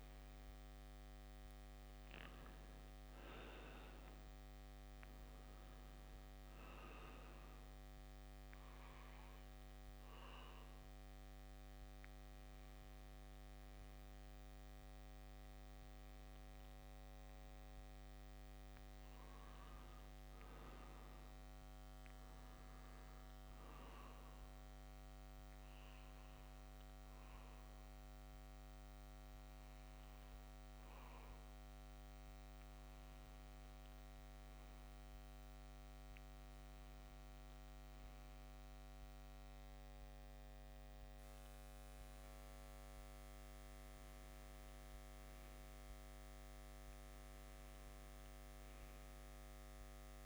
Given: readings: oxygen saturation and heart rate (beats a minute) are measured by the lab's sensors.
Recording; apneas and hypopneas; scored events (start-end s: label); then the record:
breathing in sleep, hard to hear, by a microphone on the trachea; none
none scored
From the record:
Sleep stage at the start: N2 (light sleep); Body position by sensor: on the left side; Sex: male